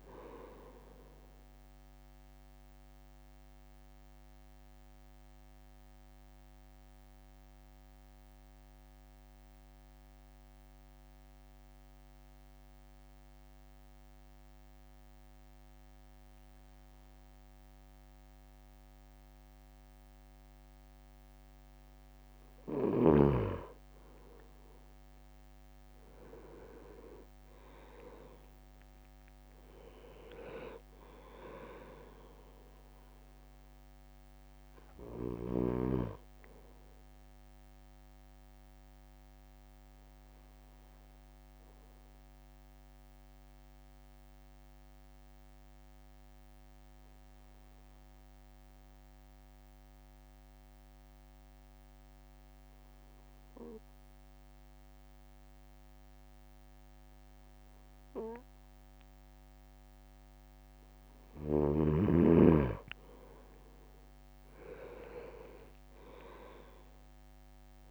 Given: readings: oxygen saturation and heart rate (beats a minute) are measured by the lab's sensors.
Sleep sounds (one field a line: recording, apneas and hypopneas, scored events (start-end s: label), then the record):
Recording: breathing in sleep by a microphone on the trachea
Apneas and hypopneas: 2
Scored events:
2.00-22.00 s: mixed apnea (oxygen 99% before, 97% lowest)
24.50-28.00 s: arousal
26.50-28.50 s: leg movement (device-marked)
36.50-60.00 s: obstructive apnea (oxygen 99% before, 97% lowest)
From the record:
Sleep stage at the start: N2 (light sleep)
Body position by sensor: on the right side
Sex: male